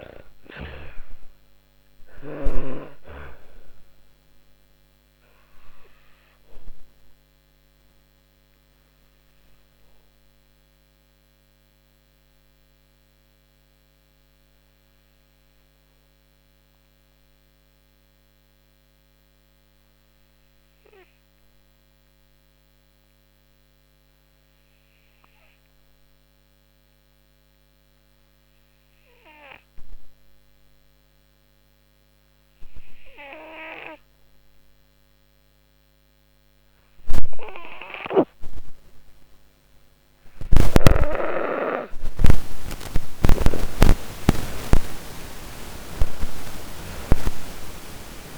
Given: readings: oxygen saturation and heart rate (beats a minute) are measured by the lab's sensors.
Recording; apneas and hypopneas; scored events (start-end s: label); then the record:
breathing in sleep by a microphone on the trachea; 1
0.00-13.50 s: oxygen desaturation (device-marked, oxygen 79% lowest, heart rate 51 extreme)
3.00-38.50 s: obstructive apnea (oxygen 97% before, 79% lowest)
34.50-48.38 s: oxygen desaturation (device-marked, oxygen 98% before, 81% lowest)
41.50-44.50 s: arousal
41.50-45.50 s: snoring (device-marked)
From the record:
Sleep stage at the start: N2 (light sleep); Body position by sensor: on the back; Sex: female